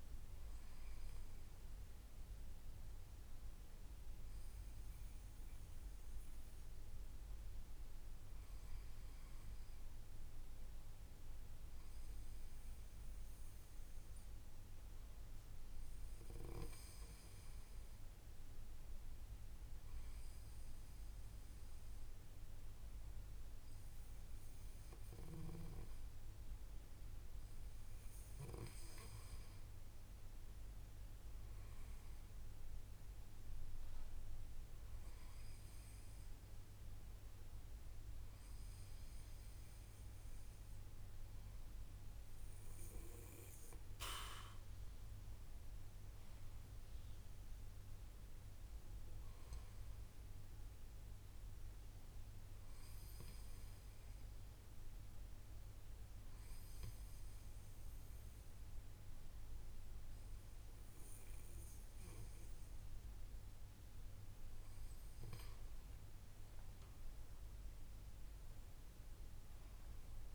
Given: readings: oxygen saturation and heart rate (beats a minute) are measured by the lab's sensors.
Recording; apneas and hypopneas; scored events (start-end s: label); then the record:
breathing in sleep, hard to hear, by a room microphone; 1
11.00-28.50 s: hypopnea (oxygen 94% before, 93% lowest, heart rate 60 before, 57 extreme, up 4 after)
31.00-35.00 s: arousal
From the record:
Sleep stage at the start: N2 (light sleep); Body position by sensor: on the back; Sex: male